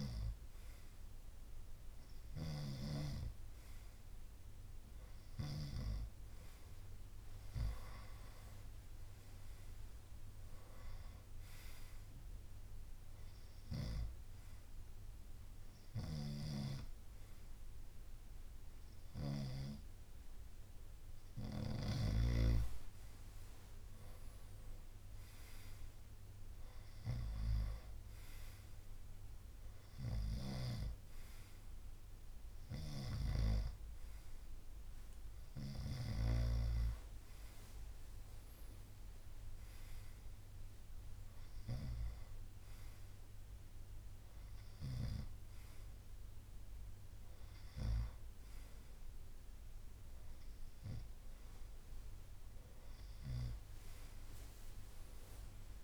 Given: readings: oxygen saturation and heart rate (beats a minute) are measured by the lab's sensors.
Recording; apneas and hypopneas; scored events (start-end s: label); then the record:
breathing in sleep by a room microphone; none
3.00-5.00 s: long interval between heartbeats (device-marked, heart rate 76 before, 72 extreme)
From the record:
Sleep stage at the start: N2 (light sleep); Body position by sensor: on the right side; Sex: male